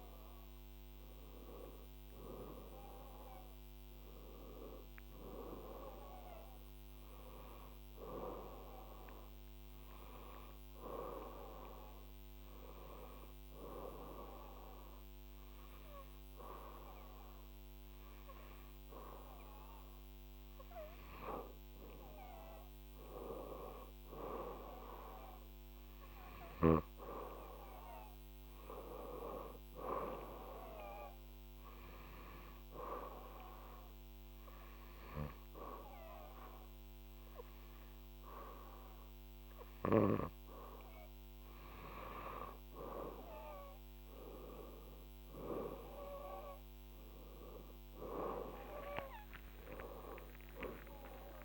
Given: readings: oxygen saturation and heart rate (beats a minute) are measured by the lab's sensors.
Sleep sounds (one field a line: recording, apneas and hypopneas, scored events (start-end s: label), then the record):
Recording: breathing in sleep by a microphone on the trachea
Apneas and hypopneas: 2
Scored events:
11.50-21.50 s: hypopnea (oxygen 99% before, 93% lowest, heart rate 71 before, 72 extreme, up 3 after)
23.50-27.00 s: arousal
28.00-51.44 s: new sleep stage, N2 (light sleep)
32.00-42.50 s: hypopnea (oxygen 98% before, 92% lowest, heart rate 73 before, 70 extreme, up 32 after)
49.50-51.44 s: arousal
From the record:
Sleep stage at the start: N1 (lightest sleep)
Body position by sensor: on the back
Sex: female